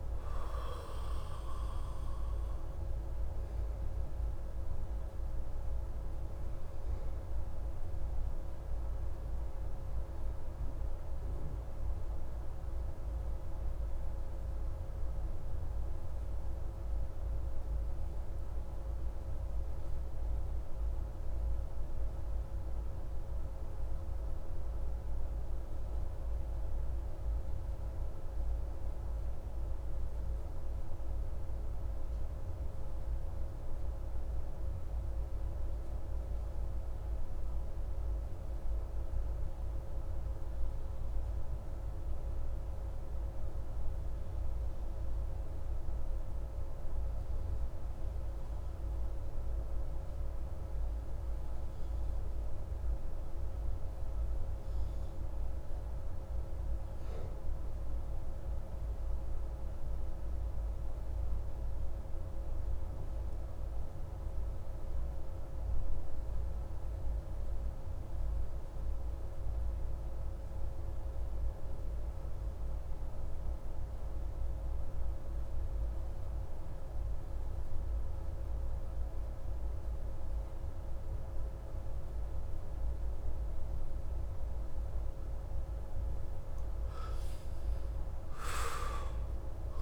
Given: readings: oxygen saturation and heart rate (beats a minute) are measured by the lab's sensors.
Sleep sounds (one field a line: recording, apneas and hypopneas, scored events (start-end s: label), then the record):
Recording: breathing in sleep, hard to hear, by a room microphone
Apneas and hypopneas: 1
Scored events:
0.00-21.50 s: oxygen desaturation (device-marked, oxygen 81% lowest)
3.00-85.50 s: obstructive apnea (oxygen 94% before, 80% lowest)
62.50-89.82 s: oxygen desaturation (device-marked, oxygen 96% before, 86% lowest)
87.00-89.82 s: arousal
From the record:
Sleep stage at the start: REM sleep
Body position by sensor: on the back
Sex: male